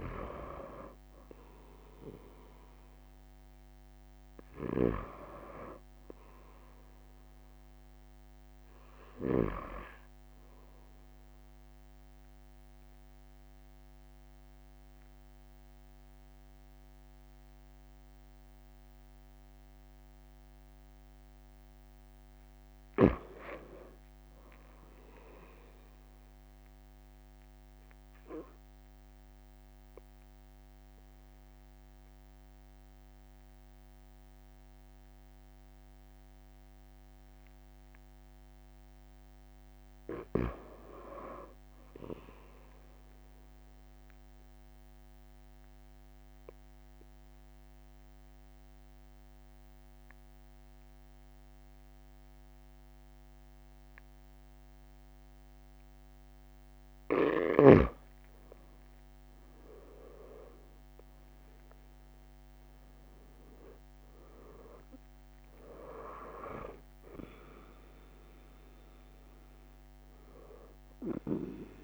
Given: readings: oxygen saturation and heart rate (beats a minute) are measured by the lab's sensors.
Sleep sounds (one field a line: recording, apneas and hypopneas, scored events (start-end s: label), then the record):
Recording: breathing in sleep by a microphone on the trachea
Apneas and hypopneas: 3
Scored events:
0.00-1.00 s: oxygen desaturation (device-marked, oxygen 93% lowest)
4.00-6.00 s: long interval between heartbeats (device-marked)
10.50-22.00 s: obstructive apnea (oxygen 97% before, 92% lowest)
22.00-24.00 s: long interval between heartbeats (device-marked, heart rate 35 before, 47 extreme)
23.00-25.00 s: arousal
26.50-38.50 s: obstructive apnea (oxygen 97% before, 93% lowest, heart rate 40 before, 34 extreme, up 23 after)
27.00-29.00 s: long interval between heartbeats (device-marked, heart rate 41 before, 29 extreme)
40.00-42.00 s: arousal
40.00-42.00 s: long interval between heartbeats (device-marked, heart rate 38 before, 47 extreme)
44.50-57.00 s: obstructive apnea (oxygen 97% before, 93% lowest)
46.50-48.50 s: long interval between heartbeats (device-marked, heart rate 37 before, 38 extreme)
53.00-71.00 s: oxygen desaturation (device-marked, oxygen 96% before, 93% lowest)
56.50-58.50 s: long interval between heartbeats (device-marked, heart rate 44 before, 47 extreme)
59.50-63.00 s: arousal
From the record:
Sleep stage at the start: N2 (light sleep)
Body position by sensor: on the right side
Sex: male